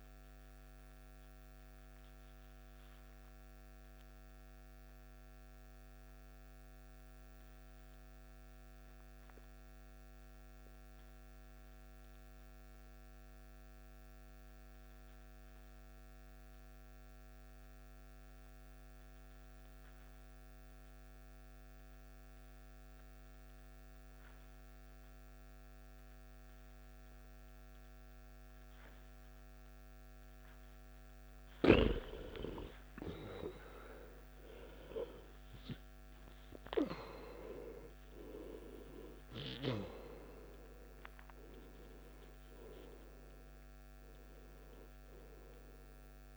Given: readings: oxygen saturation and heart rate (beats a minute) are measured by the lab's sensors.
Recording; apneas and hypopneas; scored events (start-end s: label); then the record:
breathing in sleep by a microphone on the trachea; 1
0.00-10.50 s: oxygen desaturation (device-marked, oxygen 84% lowest, heart rate 56 extreme)
4.50-30.50 s: mixed apnea (oxygen 93% before, 84% lowest, heart rate 70 before, 56 extreme, up 12 after)
28.50-46.37 s: oxygen desaturation (device-marked, oxygen 98% before, 86% lowest, heart rate 57 before, 55 extreme)
31.50-36.50 s: arousal
From the record:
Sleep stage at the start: N2 (light sleep); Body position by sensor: on the back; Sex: male